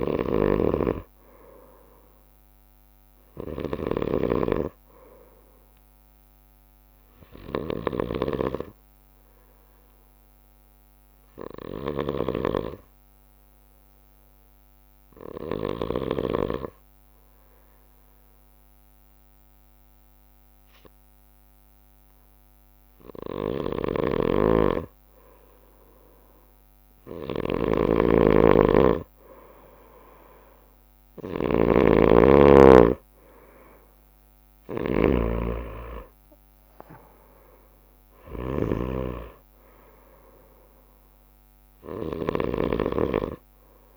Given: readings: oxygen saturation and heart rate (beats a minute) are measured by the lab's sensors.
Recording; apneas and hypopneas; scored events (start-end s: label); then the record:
breathing in sleep by a microphone on the trachea; 1
0.00-16.00 s: snoring (device-marked)
0.00-34.00 s: bradycardia (device-marked, heart rate 49 extreme)
10.00-25.00 s: obstructive apnea (oxygen 98% before, 94% lowest, heart rate 57 before, 51 extreme, up 3 after)
23.50-43.97 s: snoring (device-marked)
27.00-31.50 s: arousal
33.00-43.97 s: oxygen desaturation (device-marked, oxygen 98% before, 94% lowest, heart rate 55 before, 50 extreme)
41.00-43.97 s: bradycardia (device-marked, heart rate 57 before, 50 extreme)
From the record:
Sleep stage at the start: N2 (light sleep); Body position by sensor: on the right side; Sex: male